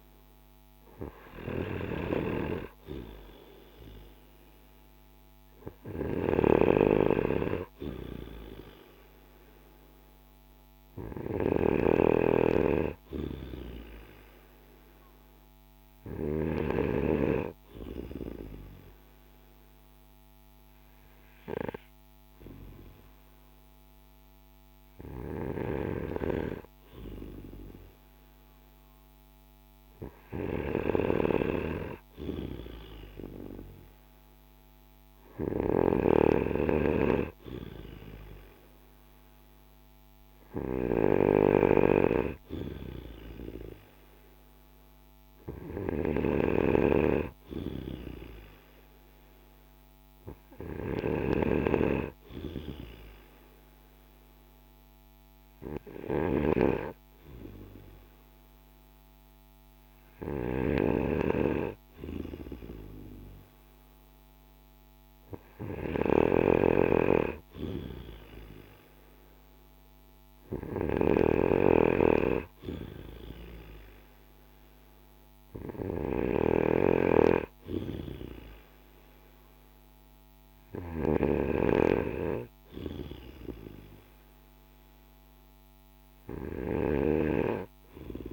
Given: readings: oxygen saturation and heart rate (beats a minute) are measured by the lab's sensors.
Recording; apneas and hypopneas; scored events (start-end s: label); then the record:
breathing in sleep by a microphone on the trachea; none
5.50-16.50 s: snoring (device-marked)
36.00-46.00 s: snoring (device-marked)
55.50-60.50 s: snoring (device-marked)
71.00-76.00 s: snoring (device-marked)
From the record:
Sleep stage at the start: N2 (light sleep); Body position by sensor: on the back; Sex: male